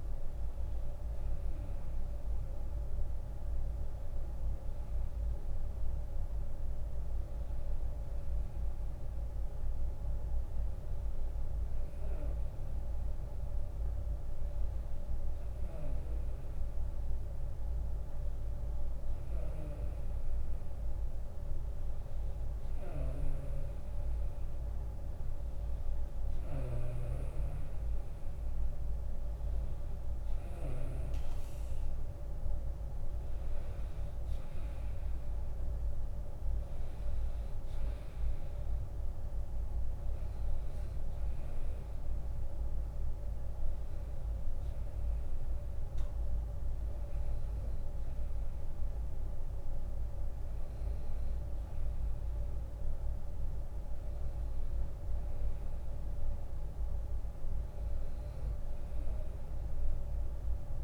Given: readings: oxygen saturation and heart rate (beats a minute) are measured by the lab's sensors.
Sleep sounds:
breathing in sleep, hard to hear, by a room microphone; none
5.00-7.00 s: long interval between heartbeats (device-marked, heart rate 73 before, 71 extreme)
22.00-30.00 s: snoring (device-marked)
25.50-27.50 s: long interval between heartbeats (device-marked, heart rate 76 before, 71 extreme)
From the record:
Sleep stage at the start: N2 (light sleep); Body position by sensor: on the right side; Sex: male

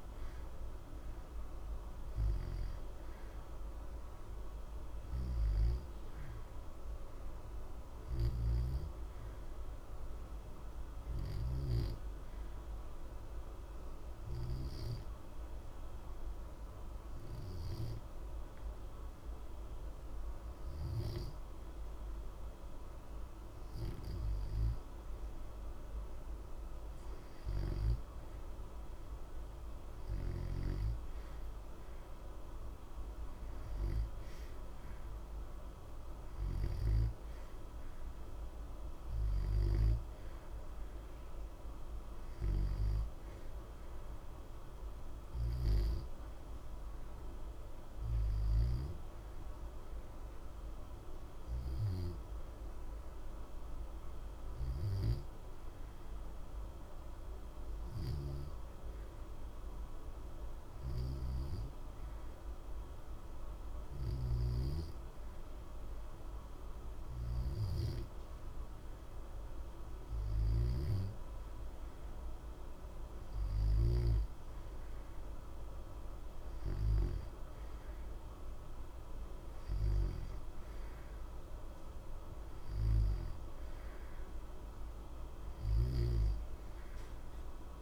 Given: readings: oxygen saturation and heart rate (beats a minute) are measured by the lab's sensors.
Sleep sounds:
breathing in sleep by a room microphone; 2
0.00-21.50 s: oxygen desaturation (device-marked, oxygen 86% lowest, heart rate 60 extreme)
8.50-24.00 s: obstructive apnea (oxygen 93% before, 86% lowest, heart rate 60 before, 60 extreme, up 2 after)
26.50-30.50 s: arousal
45.50-60.50 s: oxygen desaturation (device-marked, oxygen 91% before, 88% lowest, heart rate 60 before, 60 extreme)
50.00-67.00 s: hypopnea (oxygen 92% before, 88% lowest, heart rate 60 before, 60 extreme, up 0 after)
68.50-73.00 s: arousal
79.50-87.82 s: oxygen desaturation (device-marked, oxygen 92% before, 88% lowest, heart rate 60 before, 60 extreme)
From the record:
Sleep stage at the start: N2 (light sleep); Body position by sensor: on the back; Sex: male

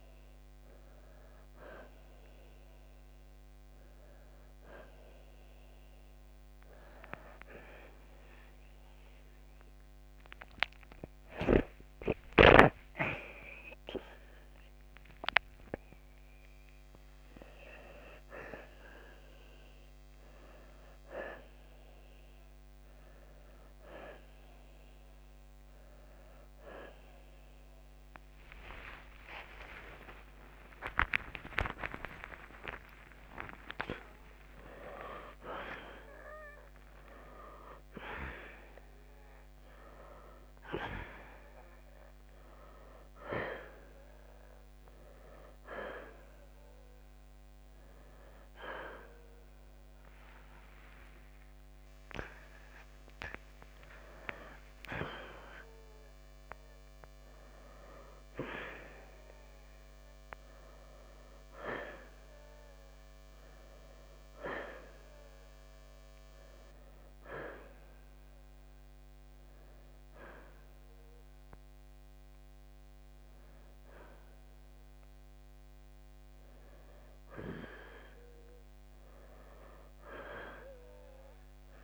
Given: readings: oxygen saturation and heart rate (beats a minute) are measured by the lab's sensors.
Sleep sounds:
a person partly awake in a sleep study, by a microphone on the trachea; 1
13.00-43.00 s: new sleep stage, awake
43.00-81.84 s: new sleep stage, N1 (lightest sleep)
56.00-70.00 s: oxygen desaturation (device-marked, oxygen 88% before, 83% lowest, heart rate 85 before, 61 extreme)
66.50-77.00 s: hypopnea (oxygen 88% before, 83% lowest, heart rate 75 before, 61 extreme, up 3 after)
79.00-81.84 s: arousal
From the record:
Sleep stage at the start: N1 (lightest sleep); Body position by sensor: on the right side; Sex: male

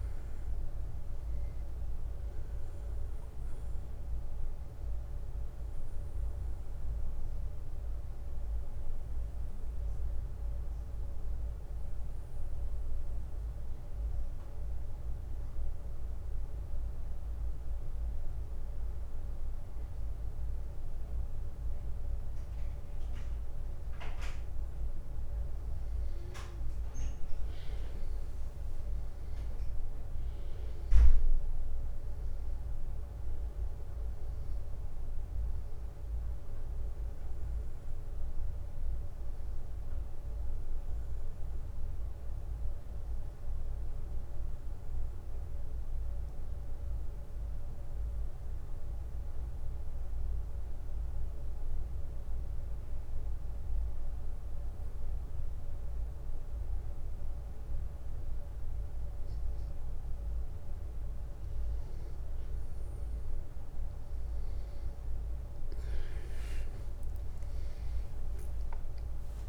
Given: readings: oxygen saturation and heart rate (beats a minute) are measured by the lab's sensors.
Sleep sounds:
breathing in sleep, hard to hear, by a room microphone; 2
0.00-14.00 s: oxygen desaturation (device-marked, oxygen 93% lowest, heart rate 62 extreme)
9.50-22.00 s: obstructive apnea (oxygen 97% before, 92% lowest, heart rate 68 before, 61 extreme, up 4 after)
24.00-27.50 s: arousal
27.00-57.00 s: new sleep stage, N2 (light sleep)
29.00-48.00 s: oxygen desaturation (device-marked, oxygen 97% before, 93% lowest, heart rate 63 before, 61 extreme)
47.00-59.50 s: obstructive apnea (oxygen 97% before, 92% lowest, heart rate 65 before, 61 extreme, up 6 after)
57.00-69.49 s: new sleep stage, N1 (lightest sleep)
64.00-68.50 s: arousal
67.00-69.49 s: oxygen desaturation (device-marked, oxygen 97% before, 92% lowest, heart rate 63 before, 60 extreme)
From the record:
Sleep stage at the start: N1 (lightest sleep); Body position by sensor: on the back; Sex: male

